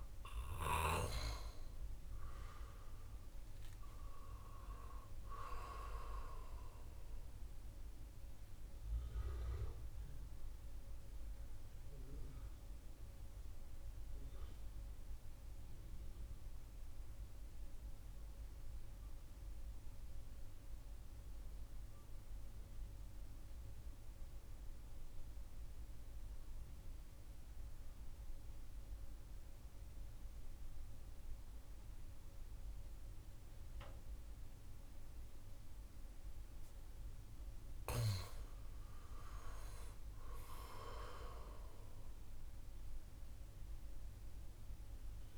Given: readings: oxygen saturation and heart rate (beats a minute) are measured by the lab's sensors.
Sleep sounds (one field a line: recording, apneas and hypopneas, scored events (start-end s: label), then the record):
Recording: breathing in sleep by a room microphone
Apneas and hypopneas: 1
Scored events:
0.00-14.50 s: oxygen desaturation (device-marked, oxygen 86% lowest, heart rate 58 extreme)
6.50-37.50 s: mixed apnea (oxygen 95% before, 86% lowest, heart rate 68 before, 55 extreme, up 9 after)
37.50-45.38 s: oxygen desaturation (device-marked, oxygen 98% before, 92% lowest, heart rate 64 before, 55 extreme)
39.50-43.50 s: arousal
From the record:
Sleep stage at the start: N2 (light sleep)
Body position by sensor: on the back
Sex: male